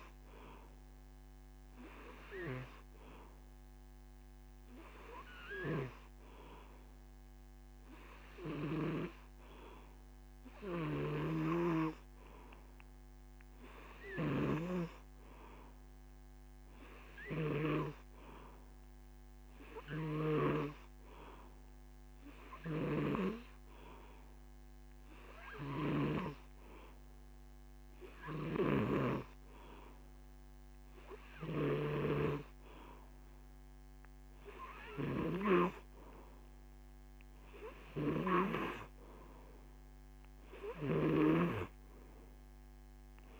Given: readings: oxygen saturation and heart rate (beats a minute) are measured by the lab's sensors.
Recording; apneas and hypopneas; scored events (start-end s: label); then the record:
breathing in sleep by a microphone on the trachea; 1
0.00-8.00 s: oxygen desaturation (device-marked, oxygen 92% lowest, heart rate 81 extreme)
3.00-30.50 s: hypopnea (oxygen 95% before, 92% lowest, heart rate 82 before, 82 extreme, up 2 after)
35.00-39.50 s: arousal
From the record:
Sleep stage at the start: N2 (light sleep); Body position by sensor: on the back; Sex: male